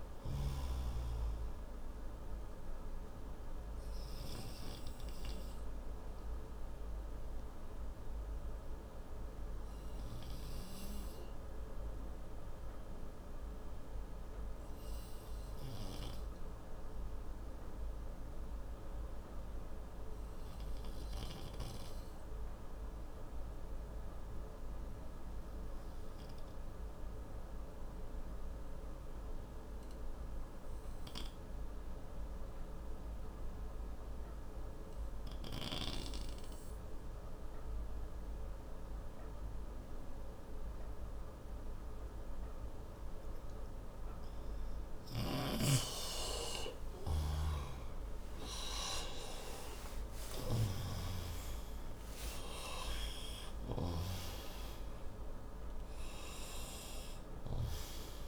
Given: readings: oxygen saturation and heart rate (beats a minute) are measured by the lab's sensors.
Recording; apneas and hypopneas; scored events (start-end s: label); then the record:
breathing in sleep by a room microphone; 1
2.00-21.00 s: oxygen desaturation (device-marked, oxygen 95% before, 87% lowest, heart rate 92 before, 57 extreme)
4.50-42.00 s: obstructive apnea (oxygen 97% before, 87% lowest, heart rate 94 before, 57 extreme)
44.50-50.50 s: snoring (device-marked)
46.50-50.50 s: arousal
From the record:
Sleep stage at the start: N2 (light sleep); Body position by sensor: on the right side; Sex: male